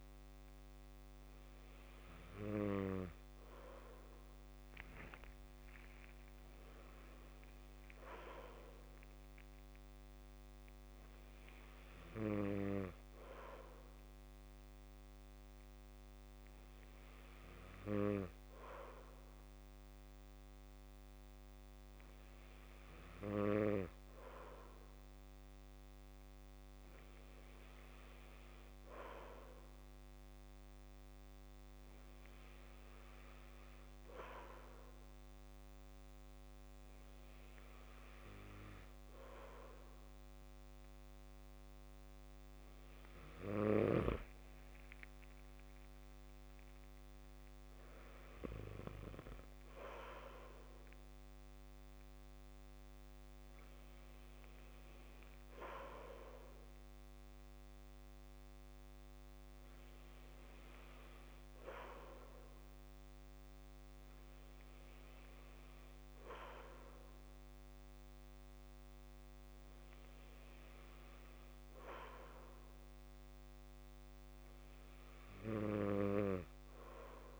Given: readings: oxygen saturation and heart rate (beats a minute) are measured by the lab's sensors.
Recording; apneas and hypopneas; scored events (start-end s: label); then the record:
breathing in sleep by a microphone on the trachea; none
none scored
From the record:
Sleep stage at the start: N2 (light sleep); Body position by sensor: on the back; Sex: male